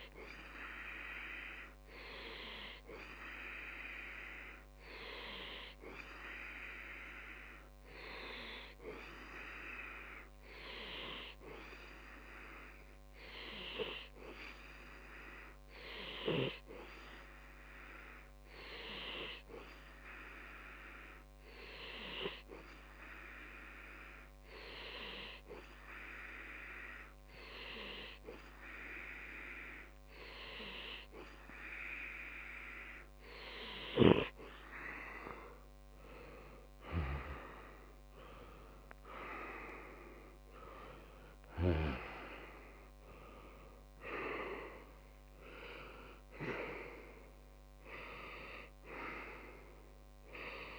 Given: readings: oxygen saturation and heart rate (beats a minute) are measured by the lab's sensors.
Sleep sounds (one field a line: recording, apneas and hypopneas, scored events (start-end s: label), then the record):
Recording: breathing in sleep by a microphone on the trachea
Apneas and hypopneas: 1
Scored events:
19.00-34.00 s: hypopnea (oxygen 95% before, 94% lowest)
37.00-41.00 s: arousal
From the record:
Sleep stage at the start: N2 (light sleep)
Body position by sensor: on the back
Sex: male